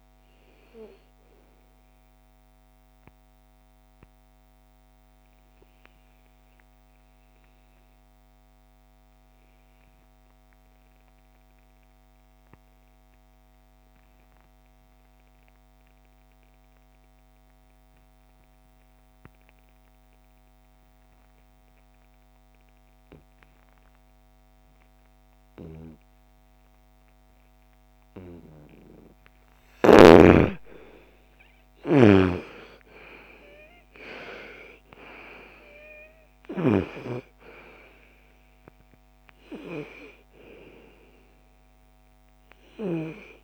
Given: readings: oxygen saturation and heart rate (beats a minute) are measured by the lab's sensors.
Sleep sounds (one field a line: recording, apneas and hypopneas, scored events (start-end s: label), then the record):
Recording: breathing in sleep by a microphone on the trachea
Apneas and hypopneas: 1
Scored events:
0.00-12.00 s: oxygen desaturation (device-marked, oxygen 83% lowest, heart rate 47 extreme)
2.00-27.50 s: obstructive apnea (oxygen 99% before, 81% lowest, heart rate 64 before, 47 extreme, up 15 after)
25.00-43.44 s: oxygen desaturation (device-marked, oxygen 99% before, 82% lowest, heart rate 54 before, 57 extreme)
29.50-34.00 s: arousal
From the record:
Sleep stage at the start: N2 (light sleep)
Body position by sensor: on the right side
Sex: female